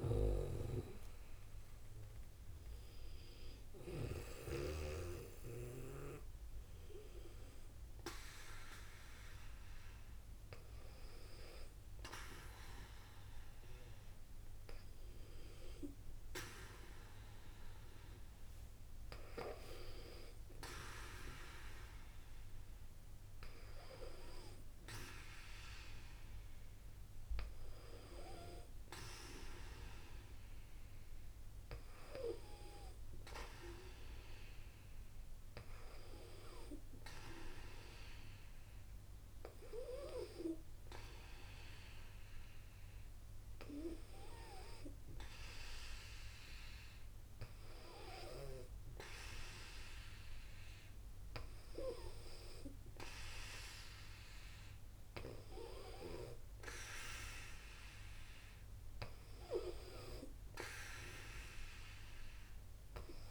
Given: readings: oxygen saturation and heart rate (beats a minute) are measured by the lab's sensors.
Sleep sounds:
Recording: breathing in sleep by a room microphone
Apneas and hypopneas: none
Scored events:
0.00-6.00 s: oxygen desaturation (device-marked, oxygen 91% lowest, heart rate 51 extreme)
From the record:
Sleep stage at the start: N2 (light sleep)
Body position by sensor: on the back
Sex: female

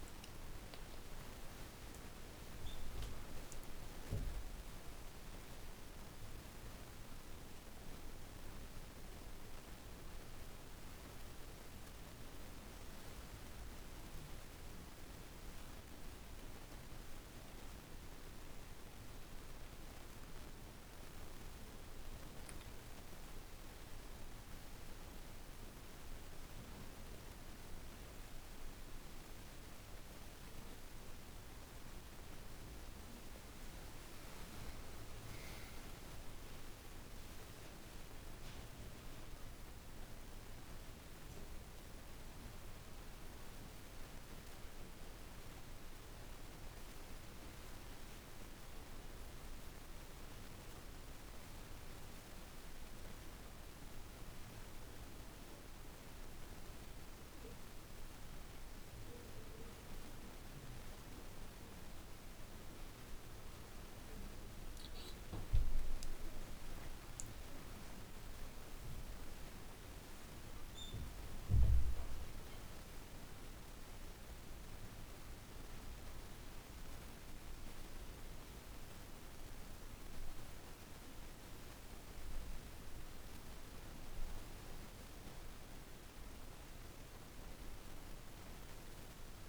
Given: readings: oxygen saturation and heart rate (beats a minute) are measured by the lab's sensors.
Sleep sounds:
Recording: breathing in sleep, hard to hear, by a room microphone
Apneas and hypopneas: none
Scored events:
0.50-5.00 s: arousal
32.00-35.50 s: arousal
73.50-85.50 s: oxygen desaturation (device-marked, oxygen 97% before, 94% lowest)
From the record:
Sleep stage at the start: N2 (light sleep)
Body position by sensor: on the right side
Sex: female

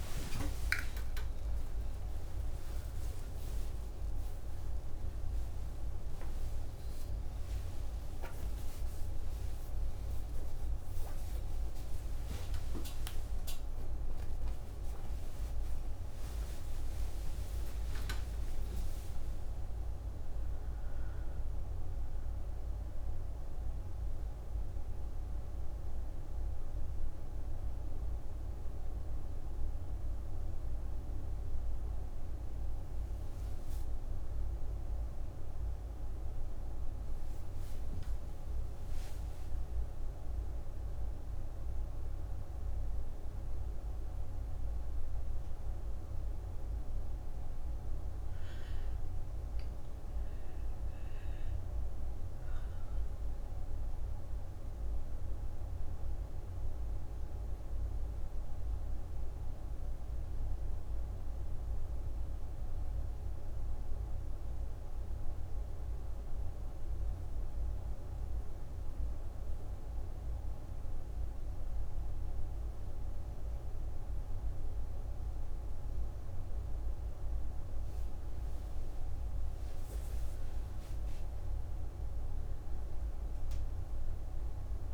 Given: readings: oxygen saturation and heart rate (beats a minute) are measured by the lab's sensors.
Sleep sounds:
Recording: a person awake in a sleep study, hard to hear, by a room microphone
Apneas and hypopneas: 1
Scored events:
0.00-14.50 s: oxygen desaturation (device-marked, oxygen 88% lowest, heart rate 39 extreme)
19.50-29.50 s: oxygen desaturation (device-marked, oxygen 90% before, 85% lowest)
47.50-84.94 s: new sleep stage, N1 (lightest sleep)
62.00-76.50 s: obstructive apnea (oxygen 99% before, 90% lowest, heart rate 57 before, 58 extreme, up 45 after)
78.00-83.00 s: arousal
83.50-84.94 s: oxygen desaturation (device-marked, oxygen 99% before, 90% lowest, heart rate 67 before, 58 extreme)
From the record:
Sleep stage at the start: awake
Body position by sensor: on the right side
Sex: female

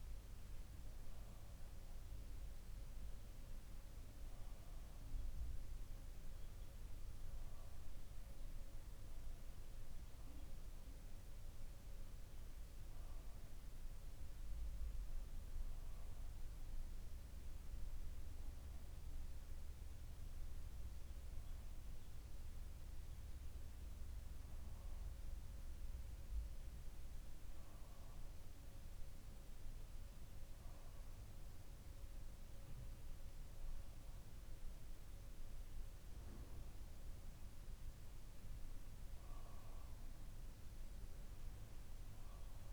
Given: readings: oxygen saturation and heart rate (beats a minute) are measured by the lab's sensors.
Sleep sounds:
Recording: breathing in sleep, hard to hear, by a room microphone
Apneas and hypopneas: none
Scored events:
none scored
From the record:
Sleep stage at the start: REM sleep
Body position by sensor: on the back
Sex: male

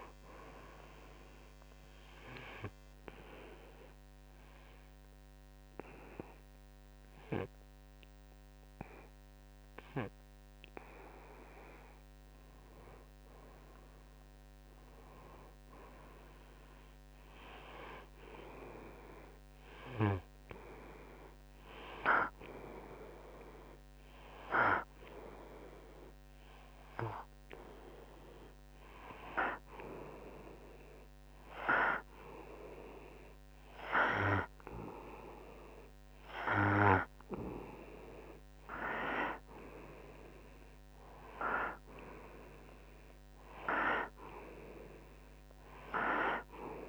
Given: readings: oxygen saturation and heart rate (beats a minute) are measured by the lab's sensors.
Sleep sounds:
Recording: breathing in sleep by a microphone on the trachea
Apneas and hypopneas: 2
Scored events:
1.50-11.50 s: obstructive apnea (oxygen 98% before, 91% lowest, heart rate 64 before, 63 extreme, up 1 after)
5.50-23.50 s: oxygen desaturation (device-marked, oxygen 97% before, 91% lowest, heart rate 64 before, 63 extreme)
12.50-15.00 s: arousal
17.00-29.00 s: hypopnea (oxygen 98% before, 91% lowest, heart rate 66 before, 63 extreme, up 1 after)
31.00-34.50 s: arousal
From the record:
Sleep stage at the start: N2 (light sleep)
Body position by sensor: on the right side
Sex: male

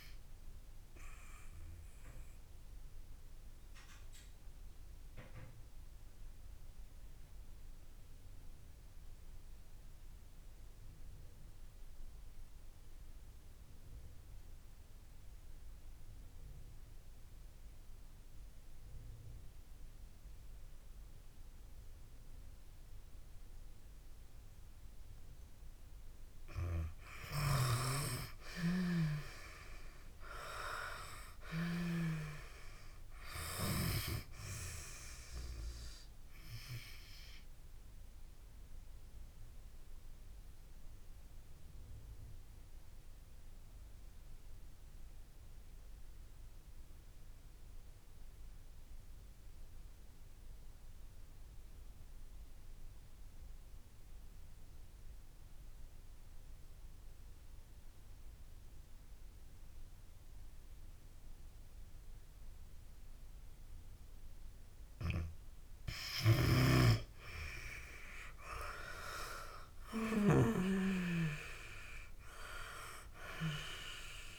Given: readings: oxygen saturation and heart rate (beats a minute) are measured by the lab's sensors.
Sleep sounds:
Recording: breathing in sleep by a room microphone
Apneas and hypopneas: 2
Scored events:
0.00-21.50 s: oxygen desaturation (device-marked, oxygen 81% lowest)
2.50-25.50 s: obstructive apnea (oxygen 98% before, 81% lowest)
27.00-30.00 s: arousal
29.50-59.50 s: oxygen desaturation (device-marked, oxygen 97% before, 83% lowest)
36.00-63.50 s: obstructive apnea (oxygen 97% before, 81% lowest)
66.00-69.00 s: arousal
66.50-74.39 s: oxygen desaturation (device-marked, oxygen 97% before, 81% lowest)
From the record:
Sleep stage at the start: N2 (light sleep)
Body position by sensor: on the back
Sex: female

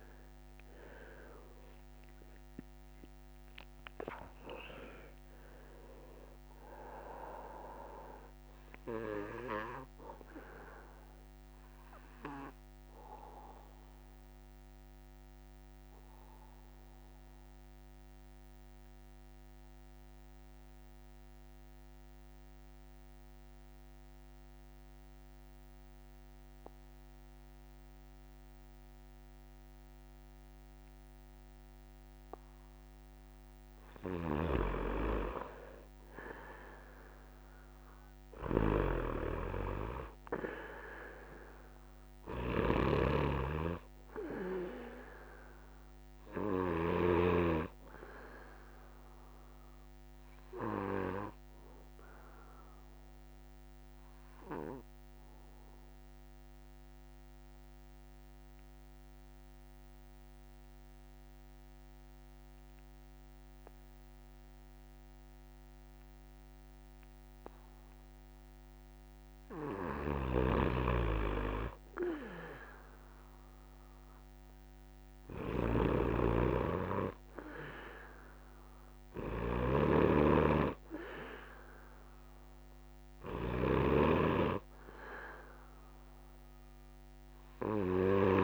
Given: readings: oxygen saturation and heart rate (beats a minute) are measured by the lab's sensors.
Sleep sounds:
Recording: breathing in sleep by a microphone on the trachea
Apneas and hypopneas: 2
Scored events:
4.00-11.00 s: oxygen desaturation (device-marked, oxygen 99% before, 95% lowest)
9.00-88.44 s: new sleep stage, N2 (light sleep)
12.50-32.00 s: obstructive apnea (oxygen 99% before, 92% lowest)
34.00-47.00 s: snoring (device-marked)
40.00-64.00 s: oxygen desaturation (device-marked, oxygen 99% before, 92% lowest)
49.50-68.00 s: obstructive apnea (oxygen 99% before, 91% lowest)
69.50-83.50 s: snoring (device-marked)
From the record:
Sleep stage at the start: N1 (lightest sleep)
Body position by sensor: on the back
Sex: male

